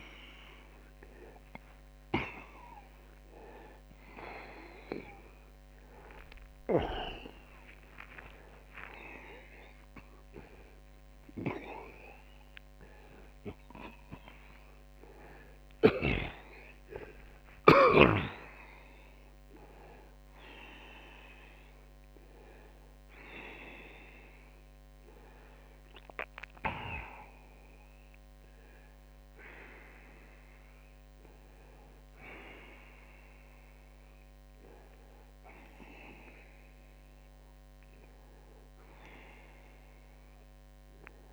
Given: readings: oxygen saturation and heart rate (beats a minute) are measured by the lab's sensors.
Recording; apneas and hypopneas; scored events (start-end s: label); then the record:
a person awake in a sleep study, by a microphone on the trachea; none
none scored
From the record:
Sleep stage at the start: awake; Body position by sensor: on the back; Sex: male